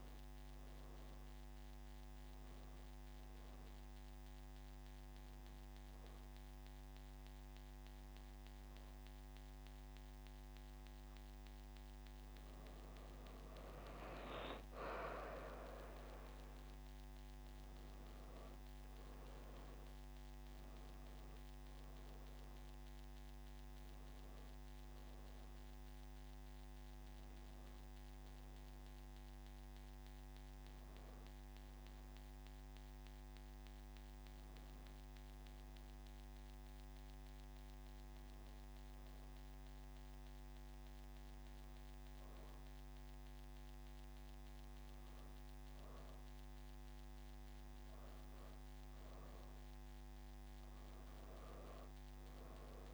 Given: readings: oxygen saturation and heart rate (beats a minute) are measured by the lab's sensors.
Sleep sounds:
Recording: breathing in sleep, hard to hear, by a microphone on the trachea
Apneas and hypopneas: 2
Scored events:
0.00-11.50 s: oxygen desaturation (device-marked, oxygen 91% lowest)
3.50-13.50 s: obstructive apnea (oxygen 96% before, 89% lowest)
17.00-20.50 s: arousal
23.50-41.50 s: oxygen desaturation (device-marked, oxygen 95% before, 89% lowest)
35.50-46.50 s: obstructive apnea (oxygen 95% before, 89% lowest)
48.50-52.94 s: arousal
From the record:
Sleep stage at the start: N2 (light sleep)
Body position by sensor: on the back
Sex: female

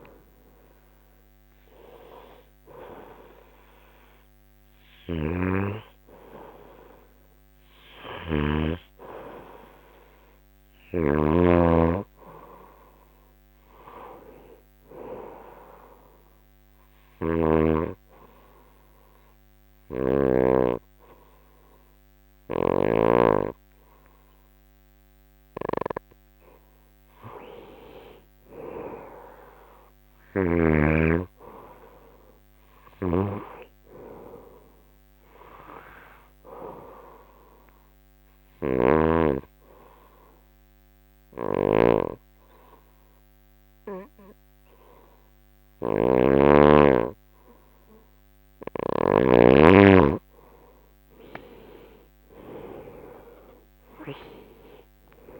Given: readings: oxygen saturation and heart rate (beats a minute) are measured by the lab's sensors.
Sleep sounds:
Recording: breathing in sleep by a microphone on the trachea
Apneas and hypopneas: 2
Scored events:
4.50-20.00 s: snoring (device-marked)
15.50-26.50 s: obstructive apnea (oxygen 97% before, 93% lowest, heart rate 75 before, 72 extreme, up 5 after)
29.00-32.00 s: arousal
32.50-49.00 s: snoring (device-marked)
38.00-49.50 s: obstructive apnea (oxygen 97% before, 93% lowest, heart rate 74 before, 74 extreme, up 24 after)
From the record:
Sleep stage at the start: N2 (light sleep)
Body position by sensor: on the right side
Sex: female

